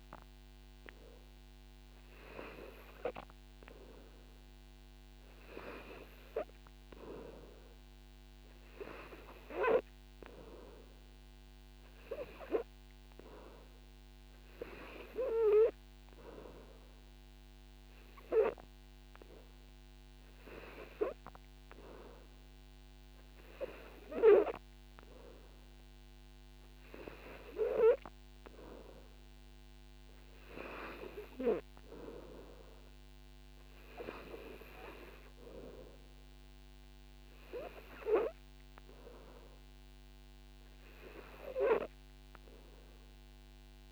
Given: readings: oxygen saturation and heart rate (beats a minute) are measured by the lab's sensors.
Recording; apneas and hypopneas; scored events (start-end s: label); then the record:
breathing in sleep by a microphone on the trachea; none
none scored
From the record:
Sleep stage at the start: N2 (light sleep); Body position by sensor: on the back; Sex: male